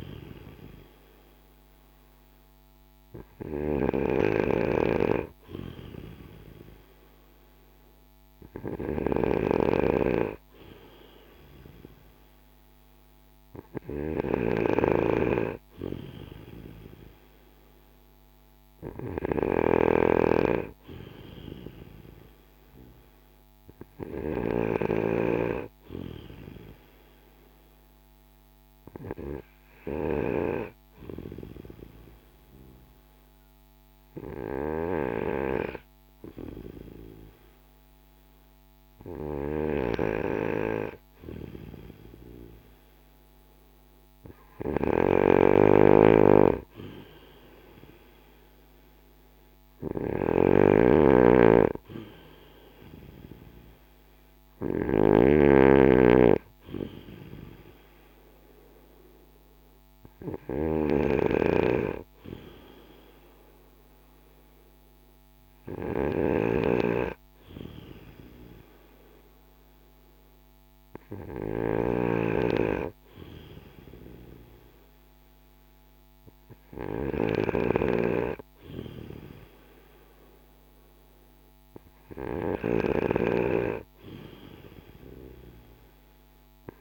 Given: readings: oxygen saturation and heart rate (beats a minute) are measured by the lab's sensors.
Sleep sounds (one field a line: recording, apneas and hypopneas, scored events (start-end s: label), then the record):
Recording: breathing in sleep by a microphone on the trachea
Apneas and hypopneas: none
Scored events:
9.00-19.50 s: snoring (device-marked)
44.00-77.50 s: snoring (device-marked)
From the record:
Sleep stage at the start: N2 (light sleep)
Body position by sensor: on the back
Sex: male